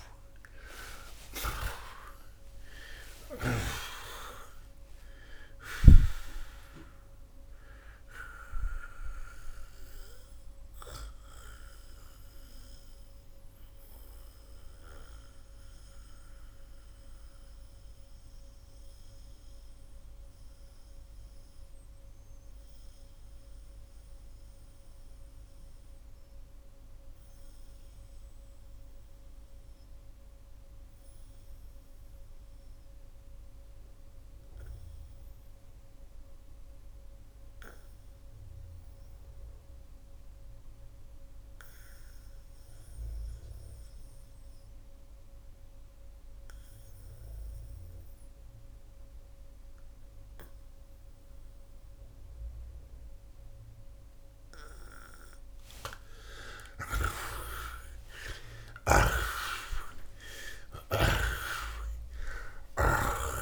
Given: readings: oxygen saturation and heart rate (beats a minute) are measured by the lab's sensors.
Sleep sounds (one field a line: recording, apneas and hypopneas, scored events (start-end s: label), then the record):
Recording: breathing in sleep by a room microphone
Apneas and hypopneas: 1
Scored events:
0.00-3.50 s: snoring (device-marked)
8.00-38.00 s: oxygen desaturation (device-marked, oxygen 95% before, 82% lowest)
9.50-55.00 s: mixed apnea (oxygen 97% before, 77% lowest)
52.00-63.42 s: oxygen desaturation (device-marked, oxygen 95% before, 88% lowest)
56.50-61.00 s: snoring (device-marked)
57.00-60.50 s: arousal
From the record:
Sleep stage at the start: N2 (light sleep)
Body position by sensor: on the back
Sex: male